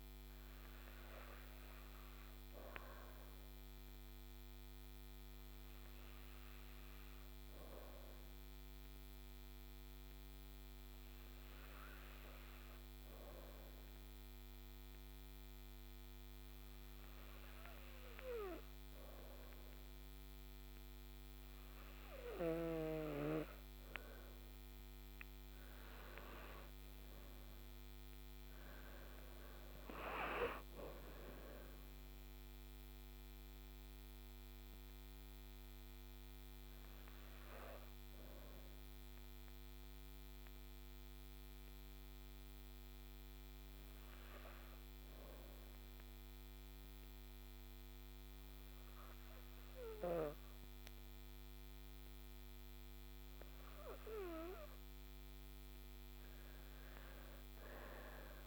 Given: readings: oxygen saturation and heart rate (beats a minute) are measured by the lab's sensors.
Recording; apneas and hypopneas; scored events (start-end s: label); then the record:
breathing in sleep by a microphone on the trachea; 2
8.00-23.00 s: hypopnea (oxygen 97% before, 93% lowest, heart rate 81 before, 29 extreme, up 9 after)
27.00-31.00 s: arousal
39.00-53.00 s: hypopnea (oxygen 97% before, 93% lowest, heart rate 57 before, 38 extreme, up 28 after)
56.50-58.47 s: arousal
From the record:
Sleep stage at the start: N3 (deep sleep); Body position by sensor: on the back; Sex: female